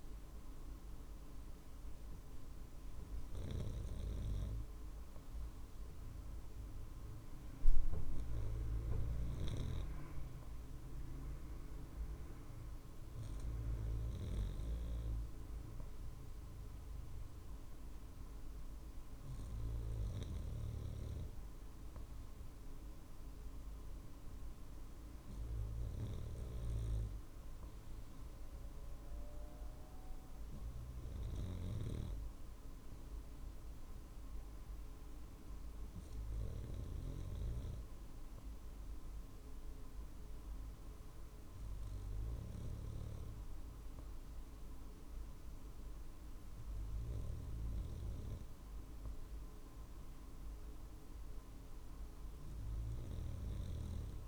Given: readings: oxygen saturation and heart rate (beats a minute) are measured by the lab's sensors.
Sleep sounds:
breathing in sleep by a room microphone; none
none scored
From the record:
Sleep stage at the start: N2 (light sleep); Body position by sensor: on the right side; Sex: male

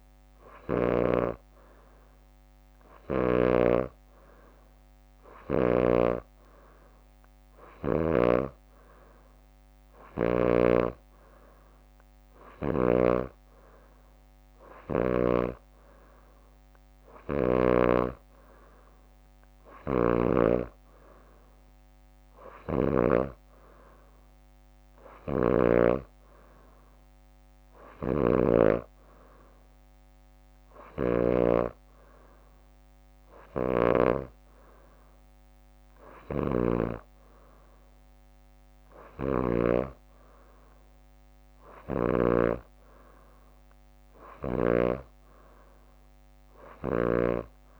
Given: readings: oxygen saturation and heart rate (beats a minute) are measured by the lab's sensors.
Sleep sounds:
breathing in sleep by a microphone on the trachea; none
0.00-1.50 s: leg movement (device-marked)
0.00-3.50 s: snoring (device-marked)
8.00-13.00 s: snoring (device-marked)
25.00-26.50 s: leg movement (device-marked)
25.00-31.50 s: snoring (device-marked)
33.50-37.00 s: snoring (device-marked)
39.00-42.50 s: snoring (device-marked)
From the record:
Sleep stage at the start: N3 (deep sleep); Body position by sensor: on the back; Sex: female

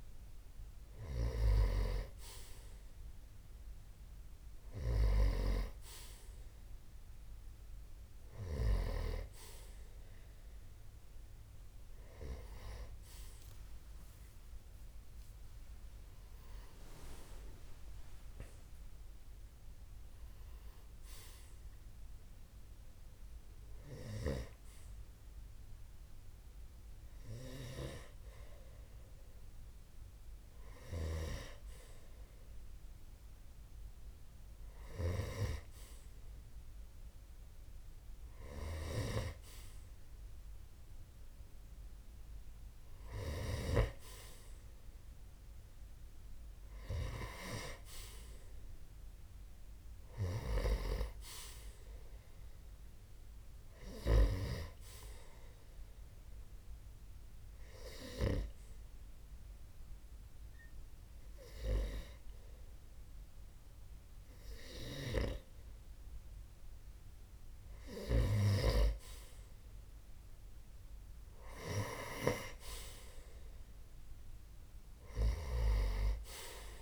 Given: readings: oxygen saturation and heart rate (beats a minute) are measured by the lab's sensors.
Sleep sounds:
breathing in sleep by a room microphone; 1
42.50-55.50 s: oxygen desaturation (device-marked, oxygen 93% before, 90% lowest)
56.00-68.50 s: hypopnea (oxygen 94% before, 89% lowest)
72.00-76.00 s: arousal
74.50-76.81 s: oxygen desaturation (device-marked, oxygen 92% before, 89% lowest)
From the record:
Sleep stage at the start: N2 (light sleep); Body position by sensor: on the right side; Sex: male

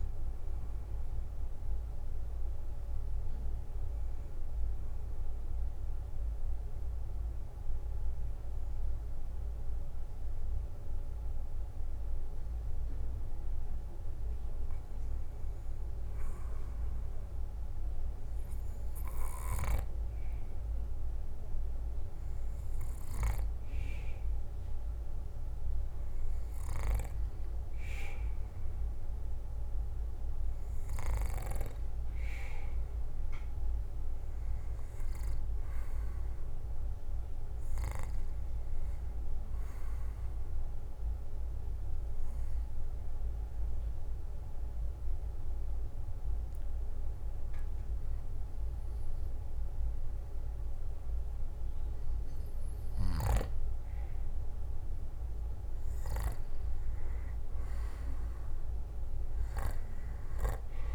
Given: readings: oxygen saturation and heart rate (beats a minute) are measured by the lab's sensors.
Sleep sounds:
breathing in sleep by a room microphone; 2
0.00-12.50 s: oxygen desaturation (device-marked, oxygen 90% lowest, heart rate 55 extreme)
5.00-16.50 s: obstructive apnea (oxygen 95% before, 90% lowest, heart rate 66 before, 56 extreme, up 7 after)
21.50-24.50 s: arousal
39.50-52.00 s: obstructive apnea (oxygen 97% before, 91% lowest, heart rate 64 before, 59 extreme, up 6 after)
55.00-59.00 s: arousal
59.50-60.95 s: oxygen desaturation (device-marked, oxygen 95% before, 91% lowest, heart rate 64 before, 58 extreme)
From the record:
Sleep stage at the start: N2 (light sleep); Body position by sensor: on the back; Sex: male

